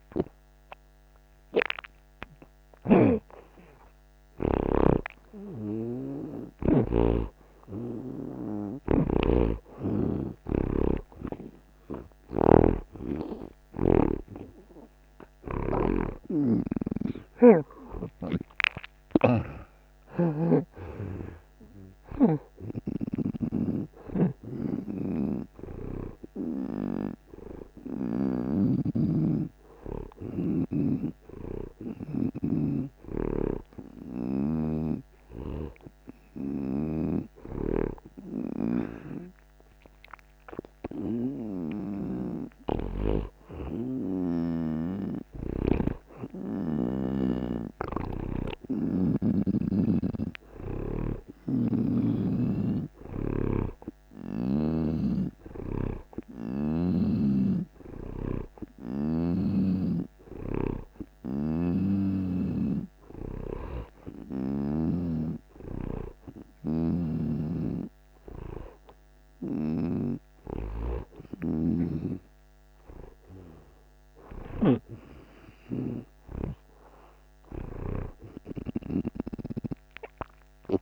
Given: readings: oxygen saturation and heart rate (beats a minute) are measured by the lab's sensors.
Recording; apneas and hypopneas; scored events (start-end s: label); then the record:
breathing in sleep by a microphone on the trachea; none
0.00-7.00 s: snoring (device-marked)
9.00-22.50 s: snoring (device-marked)
12.50-18.50 s: arousal
12.50-47.50 s: oxygen desaturation (device-marked, oxygen 91% before, 83% lowest)
24.50-28.50 s: snoring (device-marked)
33.00-42.00 s: snoring (device-marked)
49.50-71.50 s: oxygen desaturation (device-marked, oxygen 94% before, 86% lowest)
61.50-65.00 s: snoring (device-marked)
69.50-79.00 s: snoring (device-marked)
From the record:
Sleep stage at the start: N2 (light sleep); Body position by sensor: on the right side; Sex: male